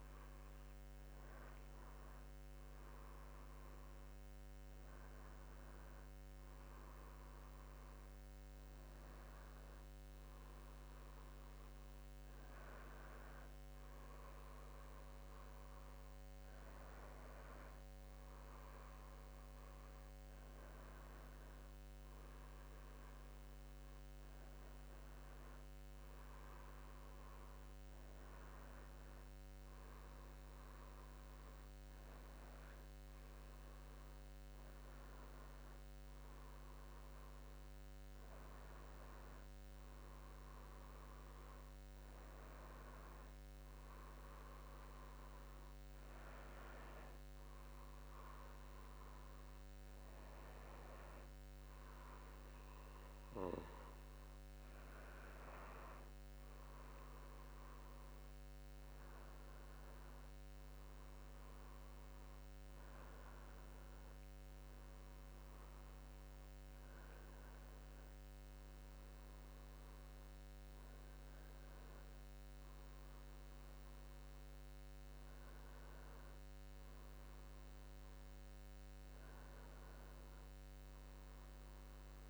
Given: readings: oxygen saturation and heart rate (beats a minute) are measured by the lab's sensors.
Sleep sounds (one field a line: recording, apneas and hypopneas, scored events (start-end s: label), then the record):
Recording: a person awake in a sleep study, hard to hear, by a microphone on the trachea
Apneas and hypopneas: none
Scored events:
none scored
From the record:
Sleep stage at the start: awake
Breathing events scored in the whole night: 243 in 4.0 hours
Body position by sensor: on the back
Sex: male